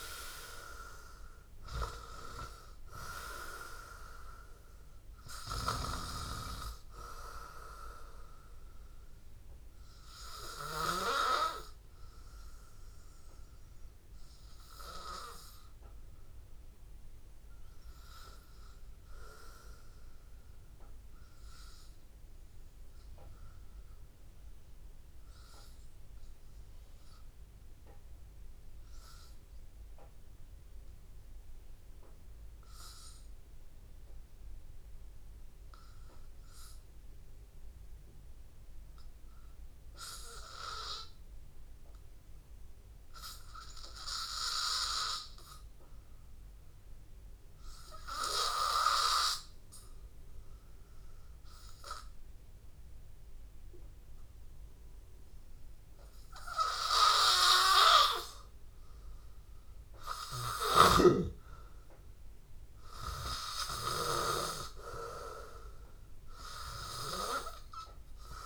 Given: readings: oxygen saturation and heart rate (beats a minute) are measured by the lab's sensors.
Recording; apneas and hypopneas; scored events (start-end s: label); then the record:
breathing in sleep by a room microphone; 1
0.00-24.50 s: oxygen desaturation (device-marked, oxygen 90% lowest, heart rate 83 extreme)
7.00-9.00 s: long interval between heartbeats (device-marked, heart rate 86 before, 88 extreme)
17.50-55.50 s: obstructive apnea (oxygen 95% before, 91% lowest, heart rate 87 before, 83 extreme, up 1 after)
57.50-68.46 s: oxygen desaturation (device-marked, oxygen 97% before, 92% lowest, heart rate 83 before, 83 extreme)
62.50-67.50 s: arousal
From the record:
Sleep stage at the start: N2 (light sleep); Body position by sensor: on the back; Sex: male